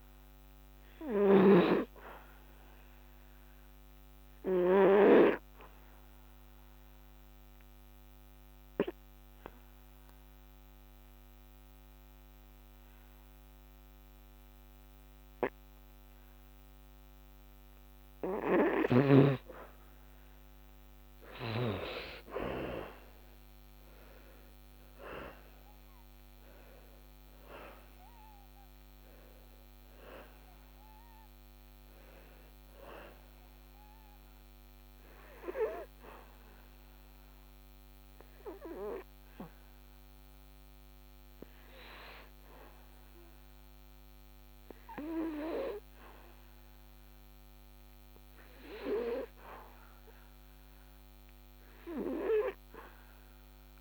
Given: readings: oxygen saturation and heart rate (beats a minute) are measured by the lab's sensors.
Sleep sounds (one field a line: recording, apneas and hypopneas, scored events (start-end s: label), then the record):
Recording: breathing in sleep by a microphone on the trachea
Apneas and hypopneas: 2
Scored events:
3.50-18.50 s: obstructive apnea (oxygen 99% before, 83% lowest, heart rate 74 before, 68 extreme, up 12 after)
4.50-18.50 s: oxygen desaturation (device-marked, oxygen 97% before, 91% lowest, heart rate 74 before, 68 extreme)
21.00-24.50 s: arousal
25.50-51.50 s: oxygen desaturation (device-marked, oxygen 94% before, 83% lowest, heart rate 73 before, 66 extreme)
34.50-49.00 s: hypopnea (oxygen 94% before, 83% lowest, heart rate 77 before, 66 extreme)
From the record:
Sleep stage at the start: N2 (light sleep)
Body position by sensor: on the back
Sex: male